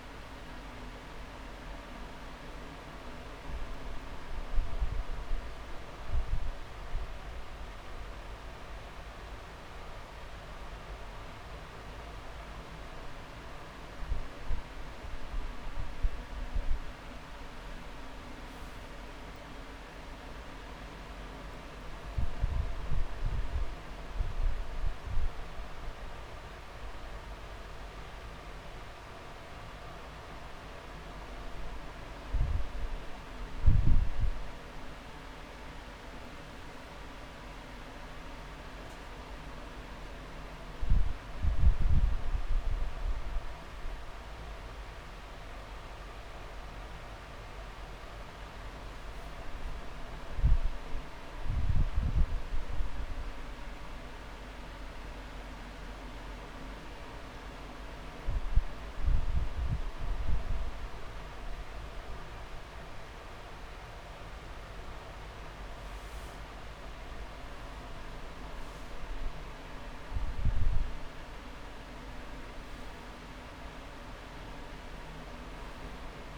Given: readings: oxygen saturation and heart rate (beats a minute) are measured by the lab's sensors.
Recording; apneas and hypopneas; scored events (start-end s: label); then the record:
breathing in sleep, hard to hear, by a room microphone; 2
5.50-17.50 s: hypopnea (oxygen 97% before, 94% lowest)
12.00-14.00 s: long interval between heartbeats (device-marked)
24.00-28.00 s: arousal
26.00-28.00 s: long interval between heartbeats (device-marked)
31.50-33.50 s: long interval between heartbeats (device-marked)
39.00-49.00 s: drop in pulse transit time (device-marked)
50.00-52.00 s: long interval between heartbeats (device-marked)
53.50-65.50 s: hypopnea (oxygen 97% before, 94% lowest)
55.50-57.50 s: long interval between heartbeats (device-marked)
60.50-62.50 s: long interval between heartbeats (device-marked)
68.50-72.00 s: arousal
From the record:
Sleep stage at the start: N2 (light sleep); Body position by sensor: on the back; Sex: male